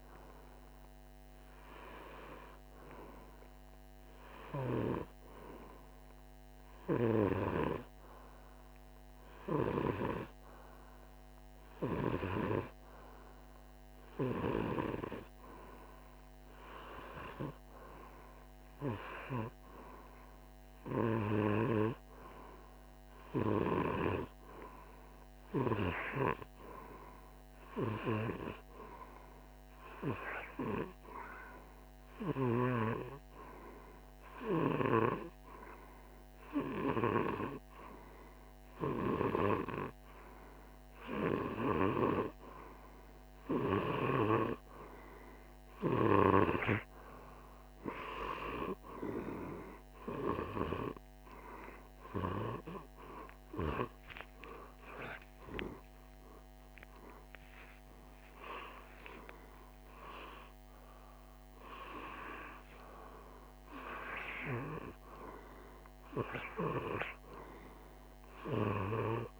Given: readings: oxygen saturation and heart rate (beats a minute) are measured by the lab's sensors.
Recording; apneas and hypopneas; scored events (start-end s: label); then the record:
breathing in sleep by a microphone on the trachea; 1
31.00-42.00 s: hypopnea (oxygen 99% before, 96% lowest, heart rate 52 before, 53 extreme, up 1 after)
53.50-57.50 s: arousal
From the record:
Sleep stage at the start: REM sleep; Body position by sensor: on the right side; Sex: male